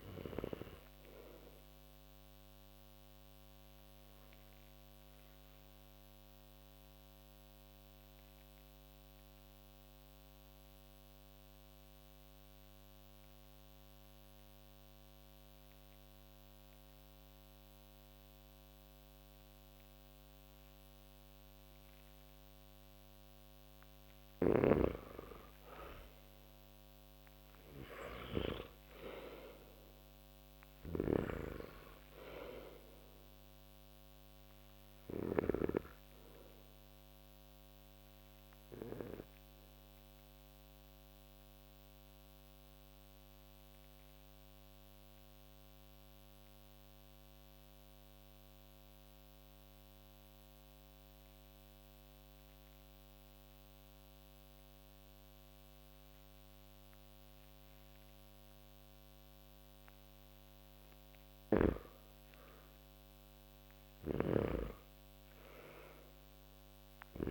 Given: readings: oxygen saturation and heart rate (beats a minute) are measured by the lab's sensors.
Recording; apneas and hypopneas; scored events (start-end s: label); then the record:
breathing in sleep by a microphone on the trachea; 2
0.00-17.50 s: oxygen desaturation (device-marked, oxygen 85% lowest)
1.00-22.50 s: obstructive apnea (oxygen 97% before, 85% lowest)
23.50-28.00 s: snoring (device-marked)
26.00-29.50 s: arousal
30.00-35.00 s: snoring (device-marked)
31.50-52.50 s: oxygen desaturation (device-marked, oxygen 96% before, 86% lowest)
38.50-60.00 s: obstructive apnea (oxygen 96% before, 86% lowest)
62.00-65.00 s: arousal
63.50-67.31 s: snoring (device-marked)
From the record:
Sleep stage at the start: N2 (light sleep); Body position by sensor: on the back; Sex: male